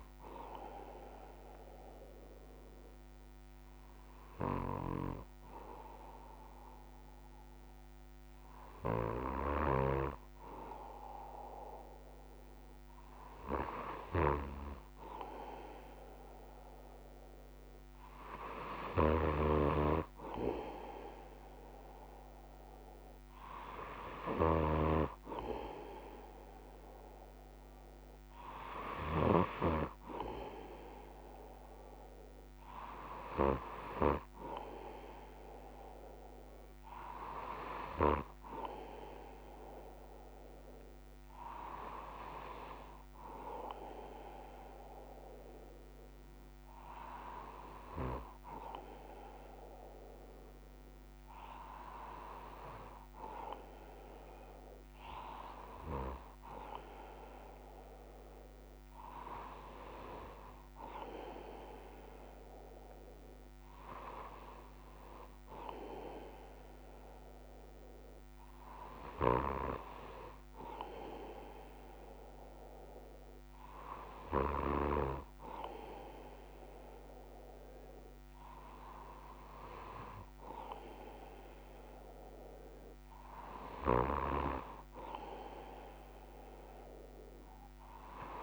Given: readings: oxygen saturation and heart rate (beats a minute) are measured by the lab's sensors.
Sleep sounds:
breathing in sleep by a microphone on the trachea; none
none scored
From the record:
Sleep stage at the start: N3 (deep sleep); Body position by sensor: on the left side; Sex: male

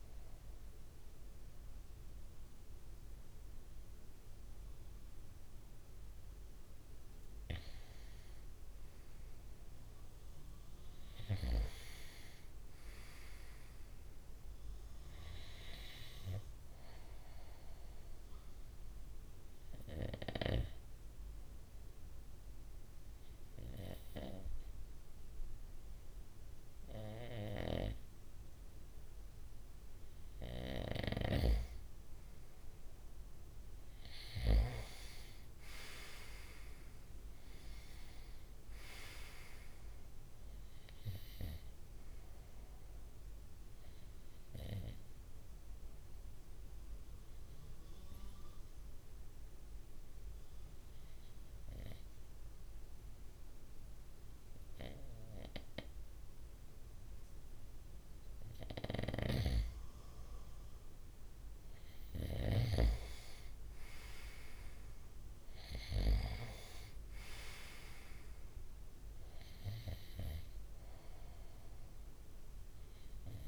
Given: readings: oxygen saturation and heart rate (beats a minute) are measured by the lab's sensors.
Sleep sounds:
breathing in sleep by a room microphone; 2
18.00-30.50 s: obstructive apnea (oxygen 98% before, 93% lowest, heart rate 70 before, 67 extreme, up 1 after)
33.00-37.50 s: arousal
43.50-58.50 s: obstructive apnea (oxygen 96% before, 93% lowest, heart rate 70 before, 66 extreme, up 2 after)
61.50-66.50 s: arousal
61.50-73.47 s: oxygen desaturation (device-marked, oxygen 96% before, 93% lowest, heart rate 68 before, 66 extreme)
From the record:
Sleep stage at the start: N2 (light sleep); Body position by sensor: on the right side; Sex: male

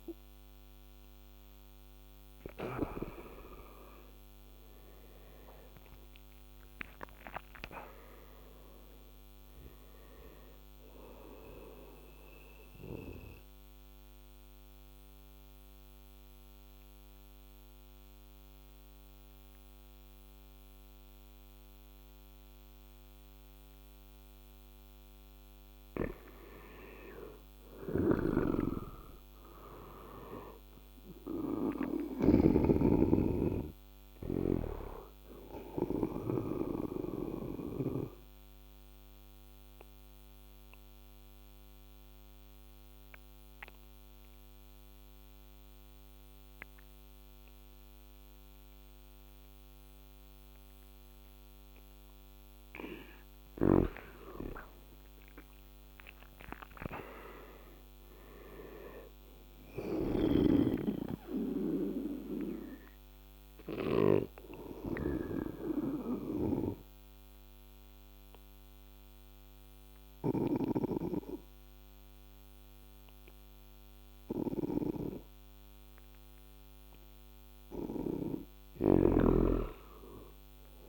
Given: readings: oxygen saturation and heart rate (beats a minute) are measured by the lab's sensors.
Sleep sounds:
breathing in sleep by a microphone on the trachea; 3
1.00-15.00 s: oxygen desaturation (device-marked, oxygen 96% before, 91% lowest, heart rate 79 before, 80 extreme)
12.50-25.00 s: obstructive apnea (oxygen 96% before, 90% lowest, heart rate 84 before, 80 extreme, up 3 after)
27.00-30.00 s: arousal
27.00-36.00 s: snoring (device-marked)
33.00-45.00 s: oxygen desaturation (device-marked, oxygen 98% before, 90% lowest, heart rate 83 before, 79 extreme)
36.50-52.50 s: obstructive apnea (oxygen 98% before, 90% lowest, heart rate 82 before, 79 extreme, up 7 after)
53.00-80.89 s: snoring (device-marked)
54.00-57.50 s: arousal
58.00-68.00 s: oxygen desaturation (device-marked, oxygen 96% before, 92% lowest, heart rate 82 before, 80 extreme)
61.50-76.50 s: obstructive apnea (oxygen 97% before, 92% lowest, heart rate 83 before, 77 extreme, up 6 after)
78.50-80.89 s: arousal
From the record:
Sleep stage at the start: N2 (light sleep); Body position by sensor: on the right side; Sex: male

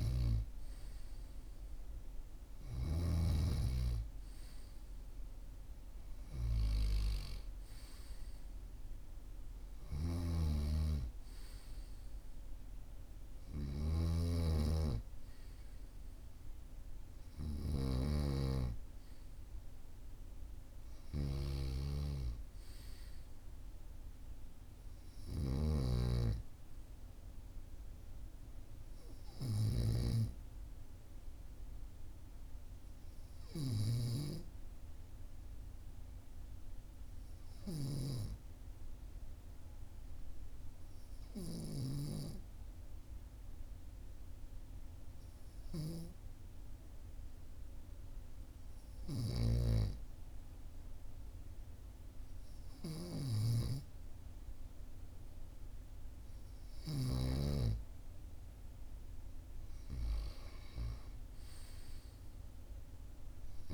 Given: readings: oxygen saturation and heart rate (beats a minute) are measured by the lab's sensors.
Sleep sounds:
breathing in sleep by a room microphone; 1
0.00-3.00 s: snoring (device-marked)
0.00-8.00 s: oxygen desaturation (device-marked, oxygen 94% lowest, heart rate 43 extreme)
10.00-26.00 s: snoring (device-marked)
31.50-57.50 s: hypopnea (oxygen 97% before, 95% lowest, heart rate 45 before, 44 extreme, up 2 after)
59.50-63.00 s: arousal
From the record:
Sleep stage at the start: N2 (light sleep); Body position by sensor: on the right side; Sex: male

